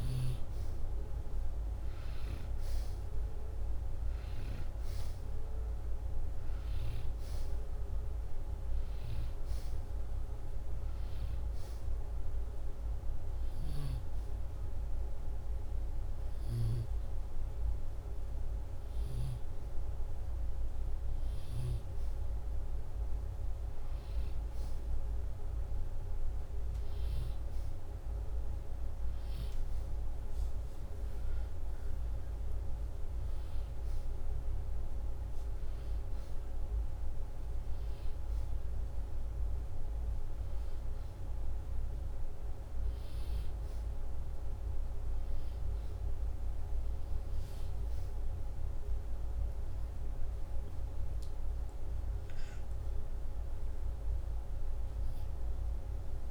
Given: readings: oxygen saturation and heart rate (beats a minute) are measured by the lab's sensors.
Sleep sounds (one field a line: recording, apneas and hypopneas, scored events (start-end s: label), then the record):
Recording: breathing in sleep, hard to hear, by a room microphone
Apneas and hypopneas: none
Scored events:
0.50-22.50 s: oxygen desaturation (device-marked, oxygen 96% before, 93% lowest, heart rate 85 before, 85 extreme)
From the record:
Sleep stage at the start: N2 (light sleep)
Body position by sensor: upright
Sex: male